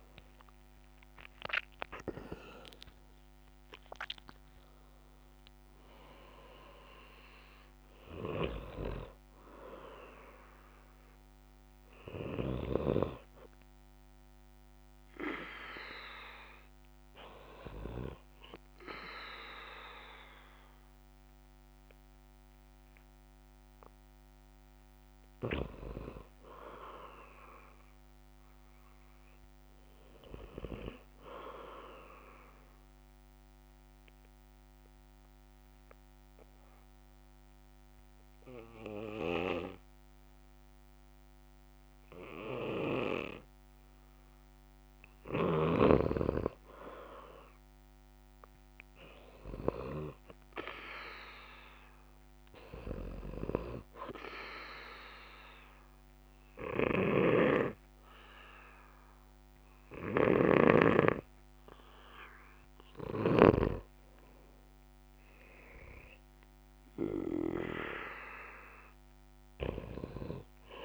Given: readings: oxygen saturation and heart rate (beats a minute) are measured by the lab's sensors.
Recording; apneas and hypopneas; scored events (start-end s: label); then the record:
breathing in sleep by a microphone on the trachea; 2
0.00-1.50 s: arousal
0.00-25.00 s: oxygen desaturation (device-marked, oxygen 89% lowest, heart rate 58 extreme)
26.50-29.00 s: arousal
32.50-45.00 s: obstructive apnea (oxygen 97% before, 92% lowest, heart rate 63 before, 62 extreme, up 8 after)
47.00-50.00 s: arousal
50.00-66.00 s: oxygen desaturation (device-marked, oxygen 96% before, 92% lowest, heart rate 65 before, 62 extreme)
54.50-64.50 s: obstructive apnea (oxygen 97% before, 92% lowest, heart rate 65 before, 62 extreme, up 8 after)
57.00-64.00 s: snoring (device-marked)
67.00-70.00 s: arousal
From the record:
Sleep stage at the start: N2 (light sleep); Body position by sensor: on the back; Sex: male